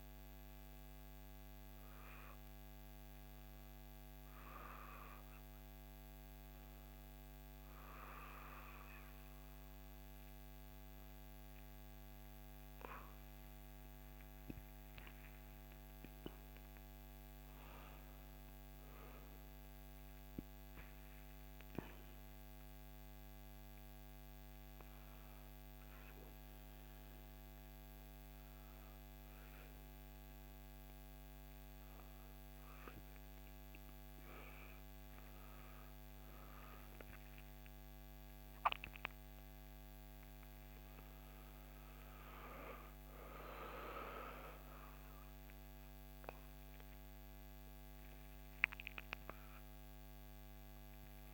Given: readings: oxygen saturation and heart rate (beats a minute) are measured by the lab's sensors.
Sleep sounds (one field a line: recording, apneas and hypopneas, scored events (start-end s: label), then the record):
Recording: a person awake in a sleep study, by a microphone on the trachea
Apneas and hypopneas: none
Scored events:
none scored
From the record:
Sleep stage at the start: awake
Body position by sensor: on the back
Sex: female